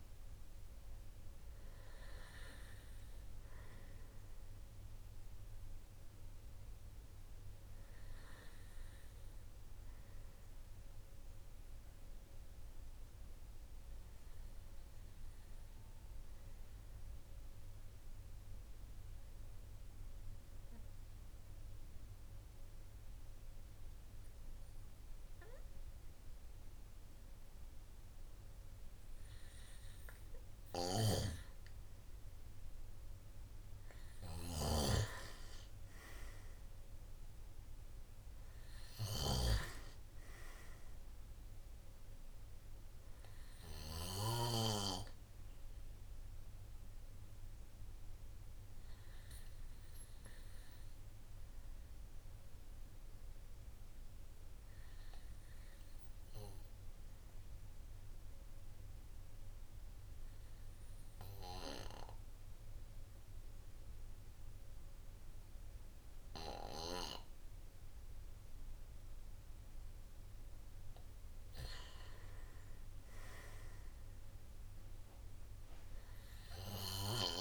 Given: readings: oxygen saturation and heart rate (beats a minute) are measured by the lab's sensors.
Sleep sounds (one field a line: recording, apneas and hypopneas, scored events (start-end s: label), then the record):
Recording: breathing in sleep by a room microphone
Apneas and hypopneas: 2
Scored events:
10.00-31.00 s: obstructive apnea (oxygen 97% before, 94% lowest, heart rate 55 before, 50 extreme, up 3 after)
31.50-56.50 s: oxygen desaturation (device-marked, oxygen 98% before, 94% lowest, heart rate 53 before, 50 extreme)
33.00-37.00 s: arousal
46.50-66.00 s: obstructive apnea (oxygen 98% before, 94% lowest, heart rate 56 before, 50 extreme, up 6 after)
70.00-72.50 s: arousal
From the record:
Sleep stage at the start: N2 (light sleep)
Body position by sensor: on the right side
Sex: male